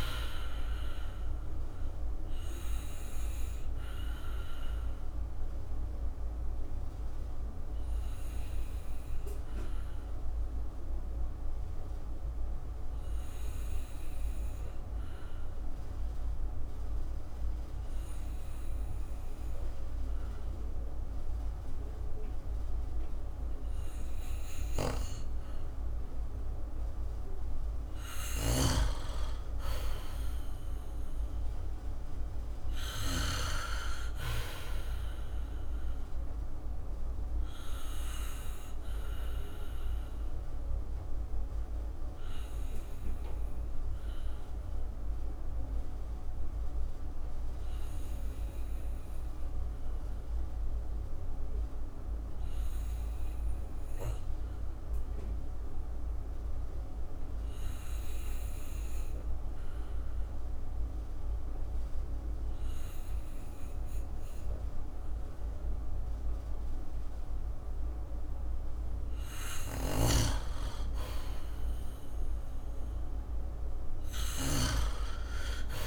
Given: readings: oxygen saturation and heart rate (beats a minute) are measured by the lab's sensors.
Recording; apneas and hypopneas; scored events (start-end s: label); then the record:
breathing in sleep by a room microphone; 2
0.00-21.00 s: oxygen desaturation (device-marked, oxygen 87% lowest, heart rate 57 extreme)
4.00-27.00 s: obstructive apnea (oxygen 98% before, 87% lowest, heart rate 62 before, 57 extreme, up 6 after)
24.50-29.00 s: snoring (device-marked)
26.00-56.00 s: oxygen desaturation (device-marked, oxygen 97% before, 88% lowest, heart rate 58 before, 55 extreme)
29.00-31.50 s: arousal
40.50-67.50 s: obstructive apnea (oxygen 97% before, 85% lowest, heart rate 61 before, 55 extreme, up 3 after)
68.00-75.87 s: oxygen desaturation (device-marked, oxygen 97% before, 85% lowest, heart rate 58 before, 55 extreme)
69.00-72.00 s: arousal
70.00-75.00 s: snoring (device-marked)
From the record:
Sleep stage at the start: N2 (light sleep); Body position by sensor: on the back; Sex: male